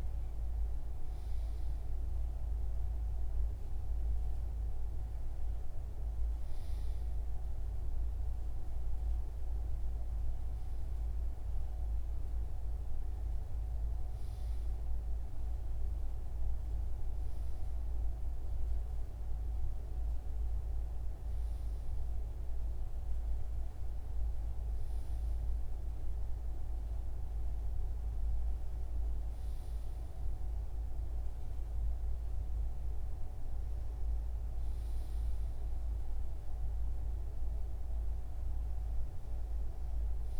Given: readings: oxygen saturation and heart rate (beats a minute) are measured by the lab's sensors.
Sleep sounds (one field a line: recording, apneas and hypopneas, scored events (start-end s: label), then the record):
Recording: breathing in sleep, hard to hear, by a room microphone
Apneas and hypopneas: none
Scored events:
none scored
From the record:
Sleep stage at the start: REM sleep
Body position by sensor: on the right side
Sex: male